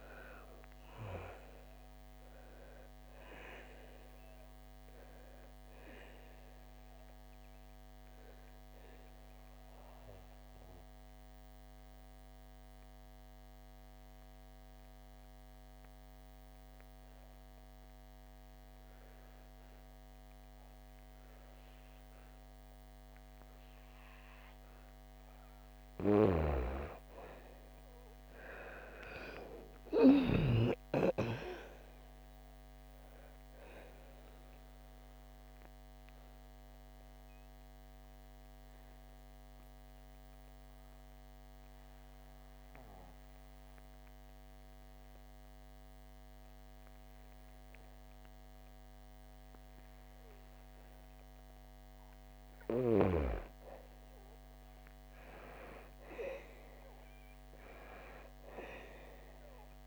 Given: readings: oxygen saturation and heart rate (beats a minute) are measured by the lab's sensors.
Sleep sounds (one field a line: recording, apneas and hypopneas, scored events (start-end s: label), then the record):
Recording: breathing in sleep by a microphone on the trachea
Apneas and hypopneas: 2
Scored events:
0.00-19.00 s: oxygen desaturation (device-marked, oxygen 87% lowest, heart rate 60 extreme)
6.50-25.00 s: obstructive apnea (oxygen 96% before, 87% lowest, heart rate 64 before, 57 extreme, up 29 after)
21.00-53.00 s: oxygen desaturation (device-marked, oxygen 97% before, 87% lowest, heart rate 65 before, 57 extreme)
26.50-30.50 s: arousal
34.50-52.00 s: obstructive apnea (oxygen 97% before, 84% lowest, heart rate 69 before, 57 extreme, up 12 after)
54.00-57.50 s: arousal
58.00-59.87 s: oxygen desaturation (device-marked, oxygen 97% before, 88% lowest, heart rate 63 before, 61 extreme)
From the record:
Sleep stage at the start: N2 (light sleep)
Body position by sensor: on the back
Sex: female